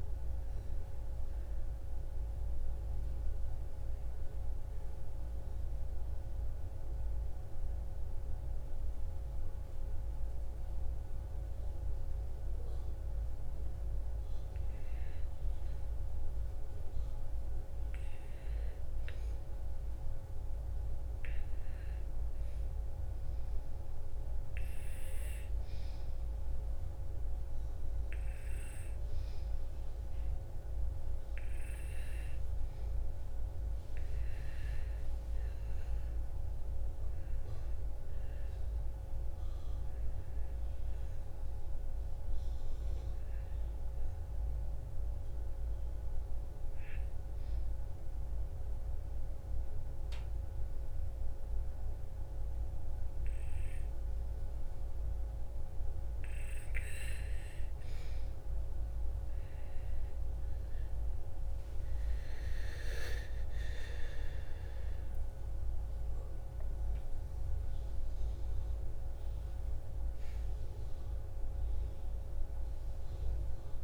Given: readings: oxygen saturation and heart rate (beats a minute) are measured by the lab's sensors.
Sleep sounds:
breathing in sleep, hard to hear, by a room microphone; 3
2.00-14.00 s: hypopnea (oxygen 97% before, 90% lowest, heart rate 60 before, 55 extreme, up 3 after)
16.00-20.00 s: arousal
23.00-33.00 s: hypopnea (oxygen 97% before, 90% lowest, heart rate 58 before, 55 extreme, up 6 after)
26.00-32.00 s: oxygen desaturation (device-marked, oxygen 97% before, 93% lowest, heart rate 57 before, 56 extreme)
35.00-39.50 s: arousal
41.00-52.00 s: oxygen desaturation (device-marked, oxygen 95% before, 92% lowest, heart rate 59 before, 55 extreme)
48.00-58.00 s: obstructive apnea (oxygen 97% before, 90% lowest, heart rate 60 before, 55 extreme, up 8 after)
64.00-73.84 s: oxygen desaturation (device-marked, oxygen 97% before, 90% lowest, heart rate 58 before, 54 extreme)
66.00-70.00 s: arousal
From the record:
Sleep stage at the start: N2 (light sleep); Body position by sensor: on the back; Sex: female

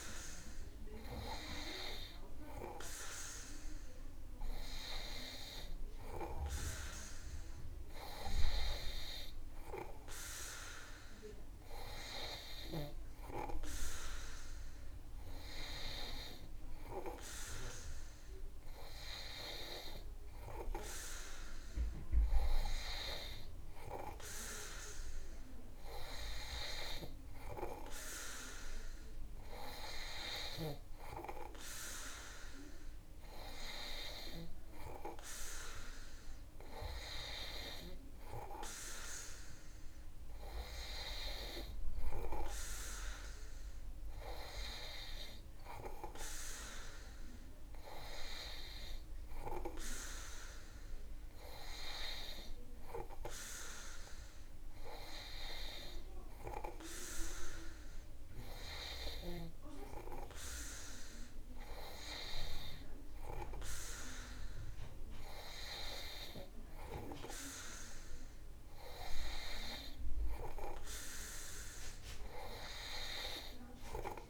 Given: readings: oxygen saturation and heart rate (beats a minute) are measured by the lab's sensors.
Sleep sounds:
breathing in sleep by a room microphone; none
none scored
From the record:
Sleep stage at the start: N2 (light sleep); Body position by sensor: on the back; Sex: male

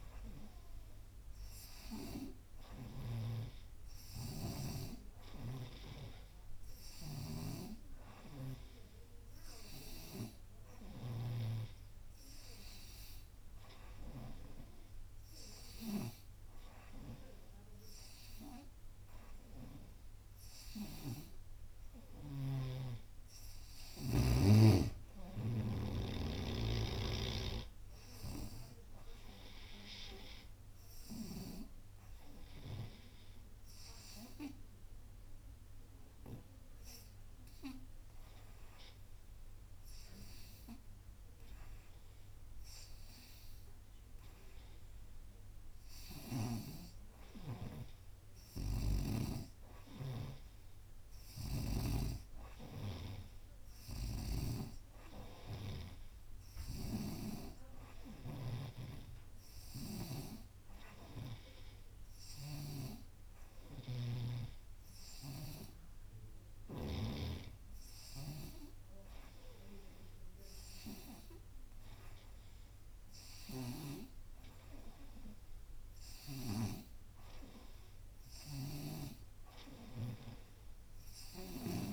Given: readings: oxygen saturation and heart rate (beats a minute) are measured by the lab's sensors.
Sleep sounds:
breathing in sleep by a room microphone; 1
8.00-11.50 s: snoring (device-marked)
25.00-28.50 s: arousal
27.00-31.50 s: snoring (device-marked)
32.50-45.50 s: hypopnea (oxygen 93% before, 89% lowest, heart rate 88 before, 85 extreme, up 2 after)
34.00-48.00 s: oxygen desaturation (device-marked, oxygen 92% before, 89% lowest, heart rate 88 before, 85 extreme)
48.50-52.00 s: snoring (device-marked)
49.50-53.00 s: arousal
54.00-57.50 s: snoring (device-marked)
54.00-67.00 s: oxygen desaturation (device-marked, oxygen 95% before, 90% lowest, heart rate 86 before, 86 extreme)
59.50-67.00 s: snoring (device-marked)
From the record:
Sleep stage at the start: N2 (light sleep); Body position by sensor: on the right side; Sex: female

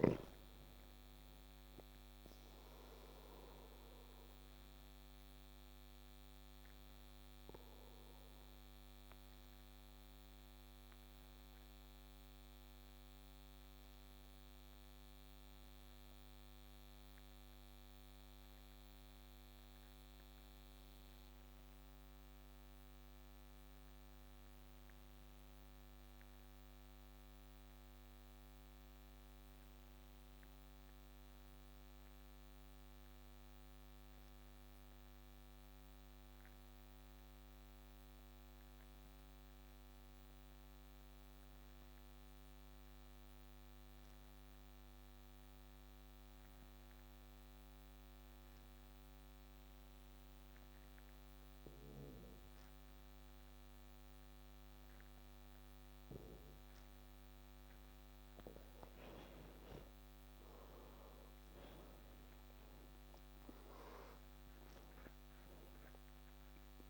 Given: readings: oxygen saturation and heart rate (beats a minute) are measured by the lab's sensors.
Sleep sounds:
breathing in sleep, hard to hear, by a microphone on the trachea; 1
0.00-27.00 s: oxygen desaturation (device-marked, oxygen 90% lowest)
2.50-57.50 s: obstructive apnea (oxygen 96% before, 87% lowest)
58.00-66.90 s: oxygen desaturation (device-marked, oxygen 96% before, 87% lowest)
61.00-66.00 s: arousal
From the record:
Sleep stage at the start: N2 (light sleep); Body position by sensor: on the back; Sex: male

